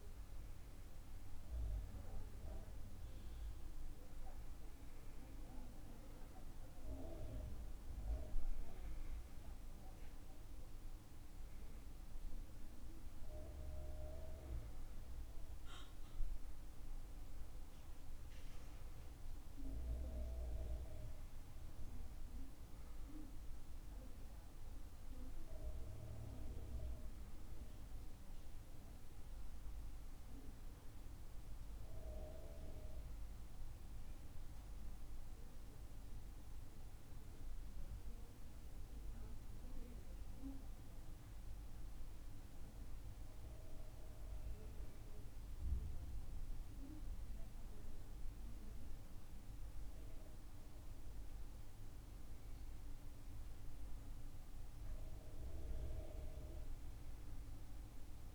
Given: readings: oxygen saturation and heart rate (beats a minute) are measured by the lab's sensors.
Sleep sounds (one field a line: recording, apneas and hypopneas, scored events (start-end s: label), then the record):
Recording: breathing in sleep by a room microphone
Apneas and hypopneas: none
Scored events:
none scored
From the record:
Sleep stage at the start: N2 (light sleep)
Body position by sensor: on the back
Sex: male